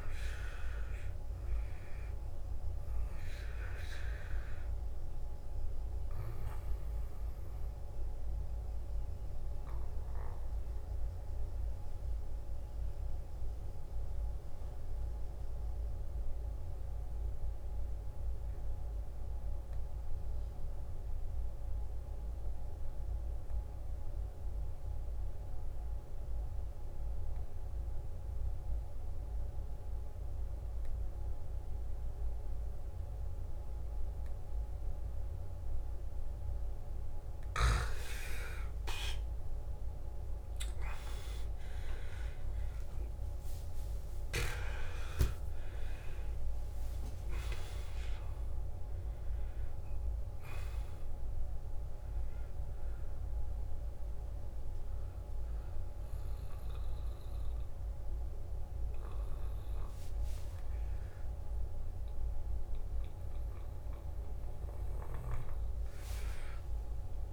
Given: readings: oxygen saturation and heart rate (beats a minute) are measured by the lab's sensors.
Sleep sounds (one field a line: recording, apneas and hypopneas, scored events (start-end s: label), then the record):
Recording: breathing in sleep by a room microphone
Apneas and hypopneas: 1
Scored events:
0.00-9.50 s: oxygen desaturation (device-marked, oxygen 86% lowest, heart rate 54 extreme)
9.00-38.00 s: mixed apnea (oxygen 93% before, 85% lowest, heart rate 63 before, 54 extreme, up 16 after)
26.50-67.33 s: oxygen desaturation (device-marked, oxygen 98% before, 85% lowest, heart rate 56 before, 55 extreme)
39.00-43.00 s: arousal
45.50-67.33 s: new sleep stage, N1 (lightest sleep)
From the record:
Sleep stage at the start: N2 (light sleep)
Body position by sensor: on the back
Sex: male